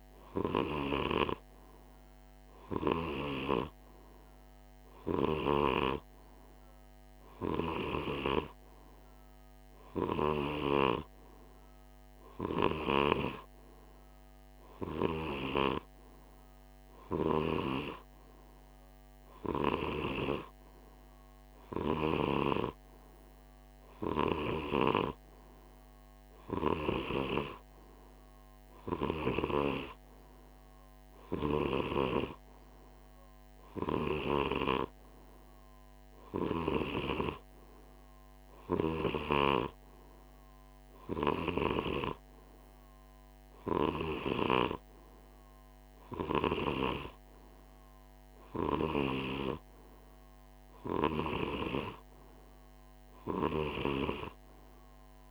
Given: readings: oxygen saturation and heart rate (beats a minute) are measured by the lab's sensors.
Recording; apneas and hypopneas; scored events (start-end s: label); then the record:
breathing in sleep by a microphone on the trachea; none
none scored
From the record:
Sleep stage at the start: N2 (light sleep); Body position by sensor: on the right side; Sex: male